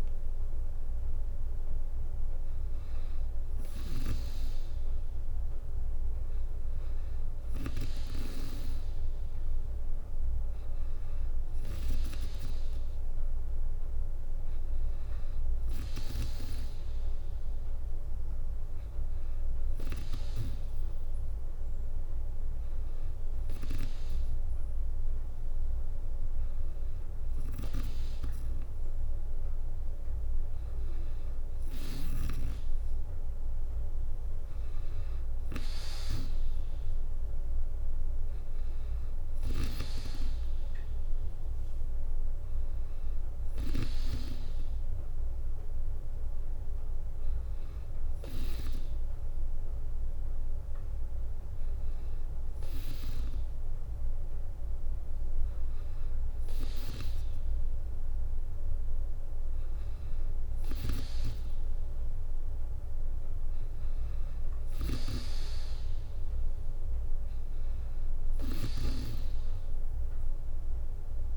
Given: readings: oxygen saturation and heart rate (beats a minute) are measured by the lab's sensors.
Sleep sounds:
breathing in sleep by a room microphone; none
none scored
From the record:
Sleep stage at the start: N2 (light sleep); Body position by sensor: on the back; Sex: female

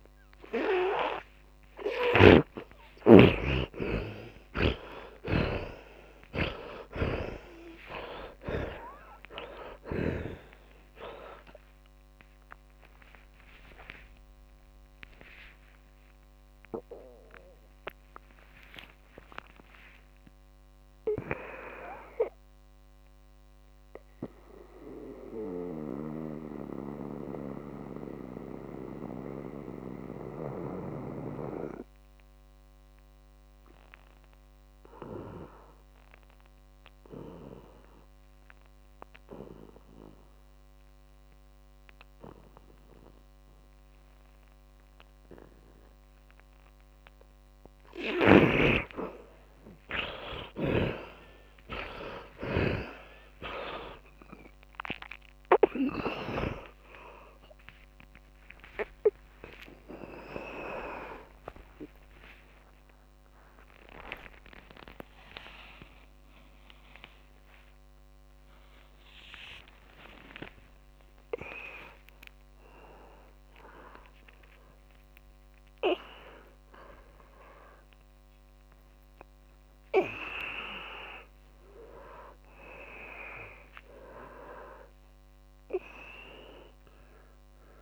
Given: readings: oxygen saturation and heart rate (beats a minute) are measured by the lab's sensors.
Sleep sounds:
a person partly awake in a sleep study, by a microphone on the trachea; 1
0.00-22.00 s: oxygen desaturation (device-marked, oxygen 86% lowest)
7.00-10.50 s: snoring (device-marked)
7.50-13.50 s: arousal
11.00-16.00 s: tachycardia (device-marked, heart rate 74 before, 114 extreme)
24.00-46.00 s: hypopnea (oxygen 99% before, 77% lowest, heart rate 74 before, 39 extreme, up 30 after)
28.00-39.00 s: oxygen desaturation (device-marked, oxygen 90% before, 77% lowest, heart rate 76 before, 45 extreme)
48.50-53.00 s: snoring (device-marked)
55.00-65.00 s: tachycardia (device-marked, heart rate 77 before, 135 extreme)
60.00-87.82 s: oxygen desaturation (device-marked, oxygen 100% before, 84% lowest)
61.00-87.82 s: new sleep stage, awake
From the record:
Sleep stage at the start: N2 (light sleep); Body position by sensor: on the back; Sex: male

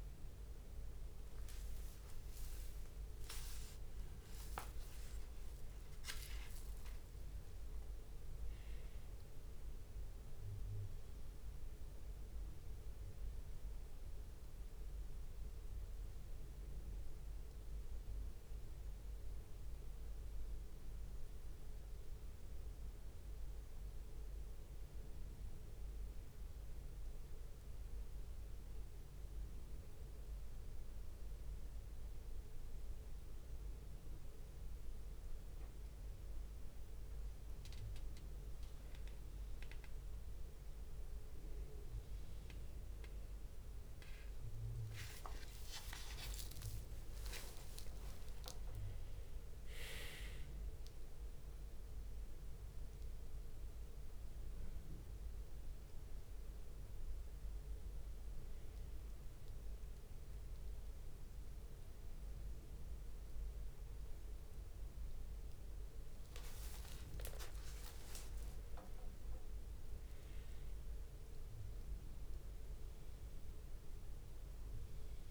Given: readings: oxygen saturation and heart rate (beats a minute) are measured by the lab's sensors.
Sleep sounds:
a person awake in a sleep study, by a room microphone; none
0.00-3.50 s: leg movement (device-marked)
5.00-10.00 s: leg movement (device-marked)
6.50-8.50 s: long interval between heartbeats (device-marked, heart rate 72 before, 74 extreme)
11.00-24.00 s: drop in pulse transit time (device-marked, heart rate 75 before, 65 extreme)
11.50-16.50 s: leg movement (device-marked)
18.00-22.00 s: leg movement (device-marked)
23.00-27.00 s: leg movement (device-marked)
28.00-33.00 s: leg movement (device-marked)
33.50-37.50 s: leg movement (device-marked)
38.50-42.50 s: leg movement (device-marked)
43.50-53.50 s: leg movement (device-marked)
46.00-48.00 s: long interval between heartbeats (device-marked, heart rate 66 before, 75 extreme)
48.00-60.00 s: drop in pulse transit time (device-marked, heart rate 67 before, 64 extreme)
55.00-60.50 s: leg movement (device-marked)
61.50-66.00 s: leg movement (device-marked)
67.50-72.00 s: leg movement (device-marked)
68.50-70.50 s: long interval between heartbeats (device-marked, heart rate 68 before, 73 extreme)
73.50-75.31 s: leg movement (device-marked)
From the record:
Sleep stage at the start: awake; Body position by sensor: on the back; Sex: male

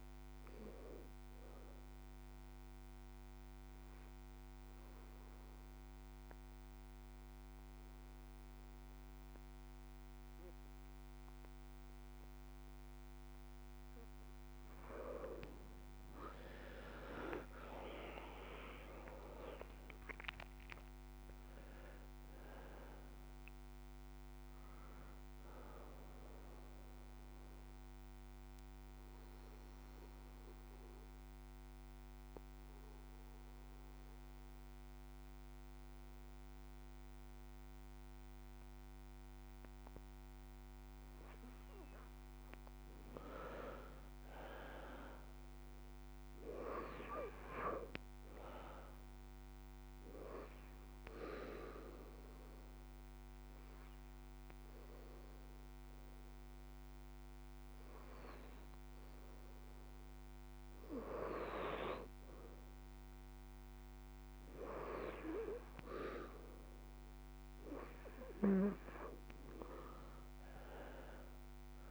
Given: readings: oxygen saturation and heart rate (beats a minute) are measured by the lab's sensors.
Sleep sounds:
breathing in sleep by a microphone on the trachea; 3
0.00-13.00 s: oxygen desaturation (device-marked, oxygen 84% lowest)
1.50-14.00 s: obstructive apnea (oxygen 97% before, 84% lowest)
16.00-20.50 s: arousal
21.00-44.00 s: oxygen desaturation (device-marked, oxygen 97% before, 87% lowest)
27.00-42.50 s: obstructive apnea (oxygen 97% before, 84% lowest)
44.00-47.50 s: arousal
51.00-61.00 s: obstructive apnea (oxygen 94% before, 84% lowest)
52.00-63.00 s: oxygen desaturation (device-marked, oxygen 94% before, 84% lowest)
64.50-68.00 s: arousal
70.00-71.91 s: oxygen desaturation (device-marked, oxygen 96% before, 87% lowest)
From the record:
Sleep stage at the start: N2 (light sleep); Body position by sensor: on the left side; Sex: male

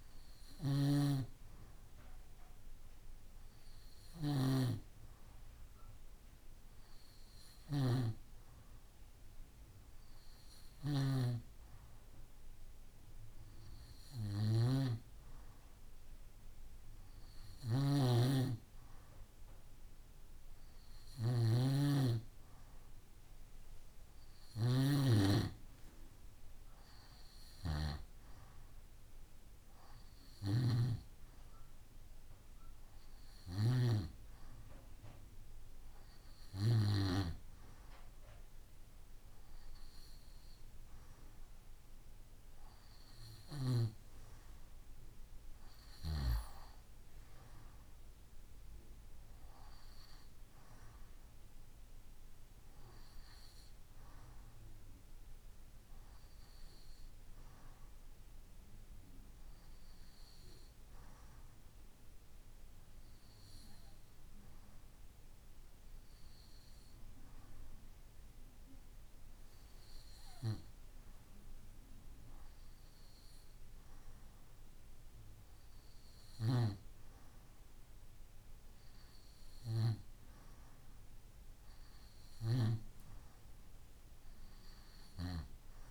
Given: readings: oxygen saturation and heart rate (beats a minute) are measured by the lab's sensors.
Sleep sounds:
breathing in sleep by a room microphone; none
0.00-4.00 s: snoring (device-marked)
10.00-33.00 s: snoring (device-marked)
From the record:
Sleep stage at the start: N2 (light sleep); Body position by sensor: on the right side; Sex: male

